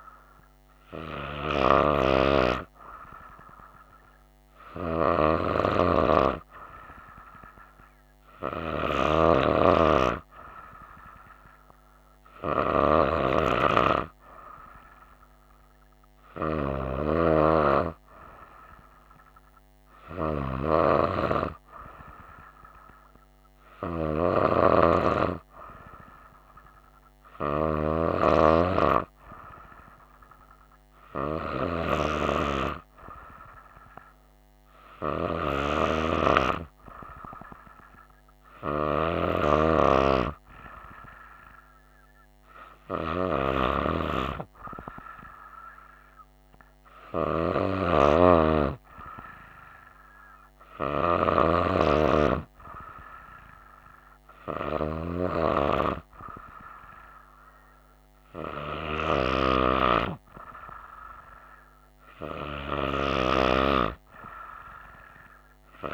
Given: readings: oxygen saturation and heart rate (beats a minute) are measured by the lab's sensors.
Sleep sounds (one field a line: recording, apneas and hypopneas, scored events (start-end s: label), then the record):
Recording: breathing in sleep by a microphone on the trachea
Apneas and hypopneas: none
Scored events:
none scored
From the record:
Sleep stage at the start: N2 (light sleep)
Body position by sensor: on the right side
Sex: female